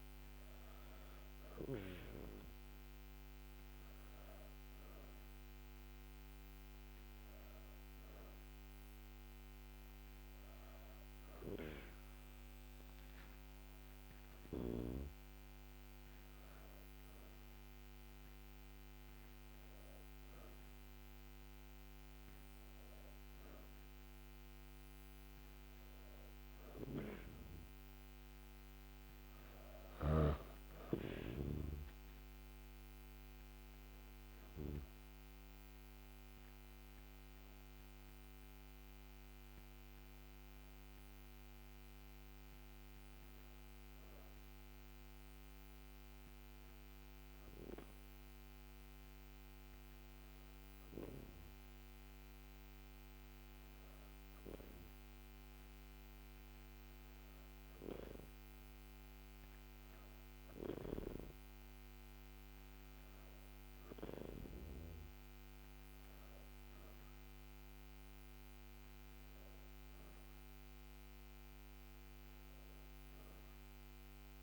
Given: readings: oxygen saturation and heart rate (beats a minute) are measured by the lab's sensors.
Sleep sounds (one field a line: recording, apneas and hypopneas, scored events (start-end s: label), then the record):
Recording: breathing in sleep by a microphone on the trachea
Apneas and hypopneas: none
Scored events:
none scored
From the record:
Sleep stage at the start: N2 (light sleep)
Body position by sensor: on the back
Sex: female